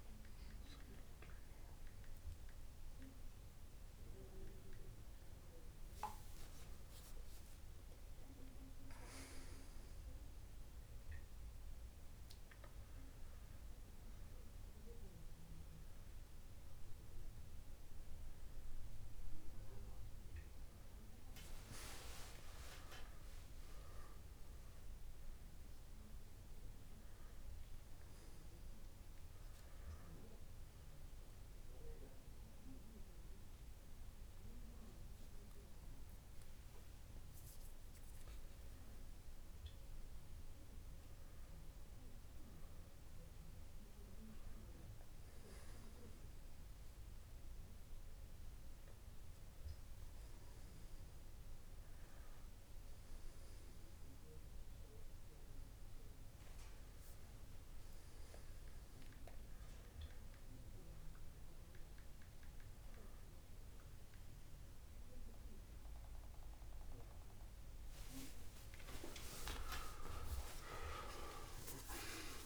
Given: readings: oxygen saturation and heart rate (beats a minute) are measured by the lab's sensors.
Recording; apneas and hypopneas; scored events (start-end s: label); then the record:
a person awake in a sleep study, by a room microphone; none
11.00-13.00 s: long interval between heartbeats (device-marked)
23.50-25.50 s: long interval between heartbeats (device-marked)
53.00-55.00 s: long interval between heartbeats (device-marked)
62.00-64.00 s: long interval between heartbeats (device-marked)
69.50-71.50 s: long interval between heartbeats (device-marked)
From the record:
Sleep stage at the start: awake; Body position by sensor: on the back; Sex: male